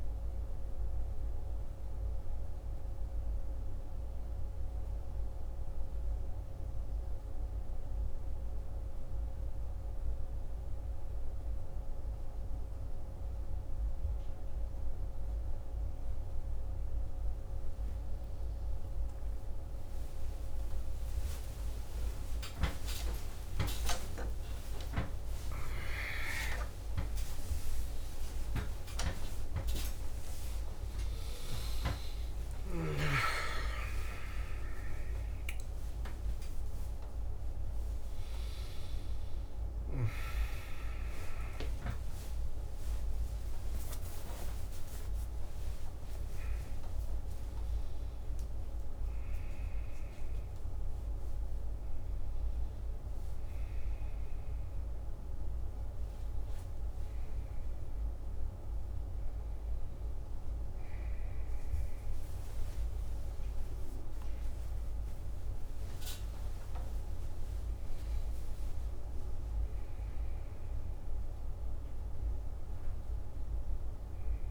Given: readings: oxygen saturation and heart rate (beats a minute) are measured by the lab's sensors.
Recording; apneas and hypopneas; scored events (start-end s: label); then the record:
a person awake in a sleep study, by a room microphone; none
4.00-74.50 s: new sleep stage, awake
From the record:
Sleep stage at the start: N1 (lightest sleep); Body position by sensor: on the back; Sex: male